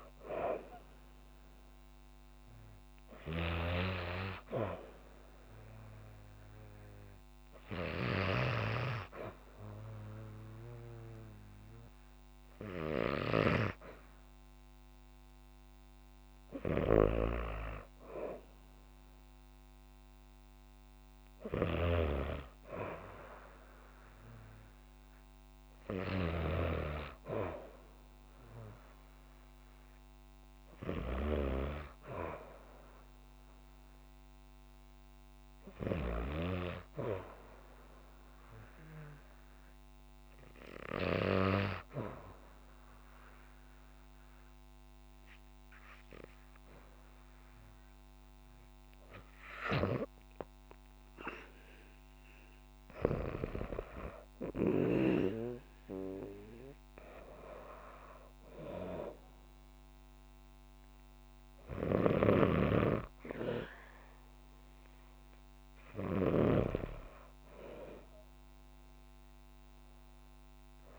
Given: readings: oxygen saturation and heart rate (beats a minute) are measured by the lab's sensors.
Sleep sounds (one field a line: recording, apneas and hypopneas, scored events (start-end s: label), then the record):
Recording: breathing in sleep by a microphone on the trachea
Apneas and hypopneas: 2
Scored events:
0.00-16.00 s: oxygen desaturation (device-marked, oxygen 84% lowest, heart rate 56 extreme)
4.50-17.00 s: hypopnea (oxygen 95% before, 84% lowest, heart rate 60 before, 56 extreme, up 2 after)
19.50-23.50 s: arousal
21.00-26.00 s: snoring (device-marked)
37.50-49.00 s: hypopnea (oxygen 98% before, 94% lowest, heart rate 58 before, 55 extreme, up 5 after)
50.50-56.50 s: arousal
56.00-67.00 s: oxygen desaturation (device-marked, oxygen 97% before, 94% lowest, heart rate 58 before, 55 extreme)
61.50-70.99 s: snoring (device-marked)
From the record:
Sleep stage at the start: REM sleep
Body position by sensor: on the back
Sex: female